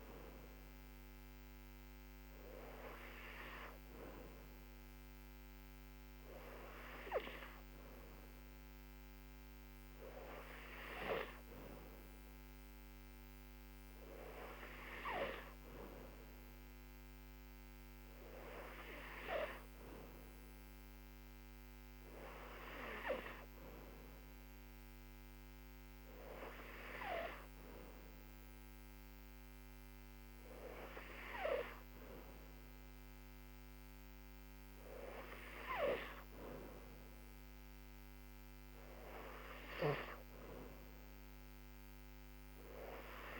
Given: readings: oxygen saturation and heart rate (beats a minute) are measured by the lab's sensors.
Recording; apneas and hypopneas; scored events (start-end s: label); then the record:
breathing in sleep by a microphone on the trachea; none
none scored
From the record:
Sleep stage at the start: N2 (light sleep); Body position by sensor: on the back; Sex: female